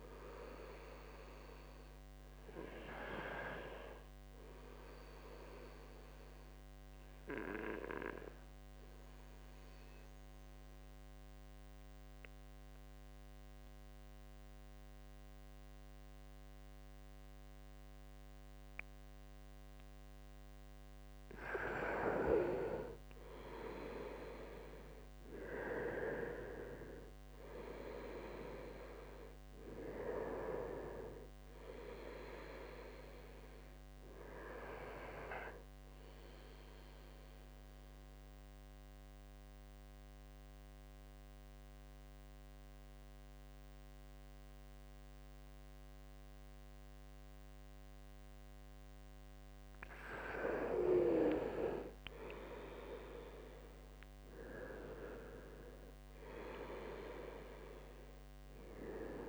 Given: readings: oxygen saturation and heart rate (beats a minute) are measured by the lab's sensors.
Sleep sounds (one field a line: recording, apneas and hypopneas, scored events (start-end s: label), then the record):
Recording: breathing in sleep by a microphone on the trachea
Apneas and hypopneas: 2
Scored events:
3.00-10.00 s: oxygen desaturation (device-marked, oxygen 97% before, 92% lowest, heart rate 71 before, 66 extreme)
9.50-20.00 s: obstructive apnea (oxygen 97% before, 92% lowest, heart rate 72 before, 64 extreme, up 4 after)
23.00-27.50 s: arousal
23.00-47.00 s: oxygen desaturation (device-marked, oxygen 97% before, 92% lowest, heart rate 69 before, 64 extreme)
38.00-49.00 s: mixed apnea (oxygen 97% before, 89% lowest, heart rate 69 before, 64 extreme, up 8 after)
50.50-54.50 s: arousal
From the record:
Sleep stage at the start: N2 (light sleep)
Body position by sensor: on the right side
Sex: male